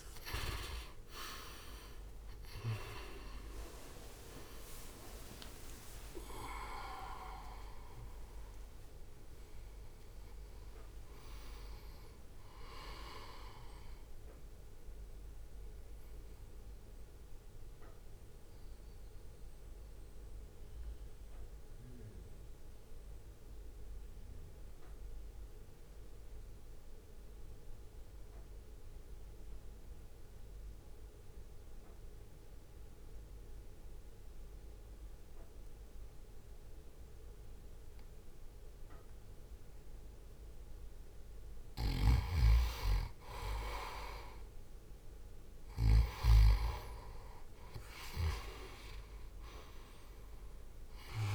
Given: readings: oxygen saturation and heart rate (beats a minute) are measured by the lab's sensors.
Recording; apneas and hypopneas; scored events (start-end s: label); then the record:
breathing in sleep by a room microphone; 1
0.00-4.50 s: oxygen desaturation (device-marked, oxygen 93% lowest, heart rate 50 extreme)
2.50-18.50 s: drop in pulse transit time (device-marked, heart rate 56 before, 59 extreme)
4.50-8.50 s: arousal
15.50-40.50 s: mixed apnea (oxygen 97% before, 90% lowest, heart rate 63 before, 49 extreme, up 2 after)
43.00-45.50 s: arousal
43.50-51.35 s: oxygen desaturation (device-marked, oxygen 99% before, 90% lowest, heart rate 60 before, 48 extreme)
46.50-51.35 s: drop in pulse transit time (device-marked, heart rate 59 before, 49 extreme)
From the record:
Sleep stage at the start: N2 (light sleep); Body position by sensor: on the right side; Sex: male